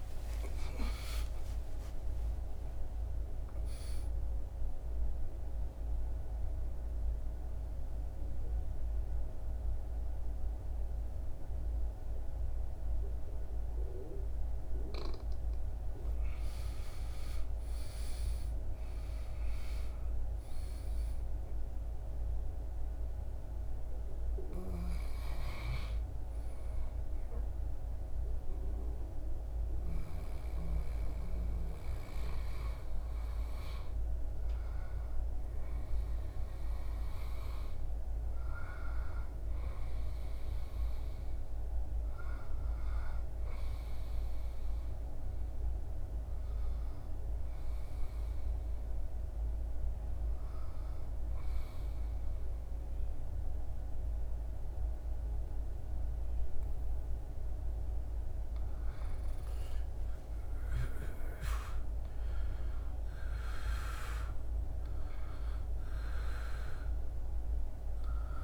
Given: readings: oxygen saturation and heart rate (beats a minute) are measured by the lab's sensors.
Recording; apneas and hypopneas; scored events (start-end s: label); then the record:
breathing in sleep by a room microphone; 2
0.00-16.50 s: oxygen desaturation (device-marked, oxygen 60% lowest, heart rate 68 extreme)
4.00-14.50 s: central apnea (oxygen 81% before, 60% lowest, heart rate 74 before, 81 extreme, up 5 after)
23.50-29.50 s: snoring (device-marked)
24.00-29.00 s: arousal
44.00-57.00 s: hypopnea (oxygen 99% before, 92% lowest, heart rate 84 before, 79 extreme, up 5 after)
55.50-68.43 s: oxygen desaturation (device-marked, oxygen 98% before, 92% lowest, heart rate 85 before, 79 extreme)
59.00-64.50 s: arousal
From the record:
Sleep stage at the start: REM sleep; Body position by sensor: on the back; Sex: male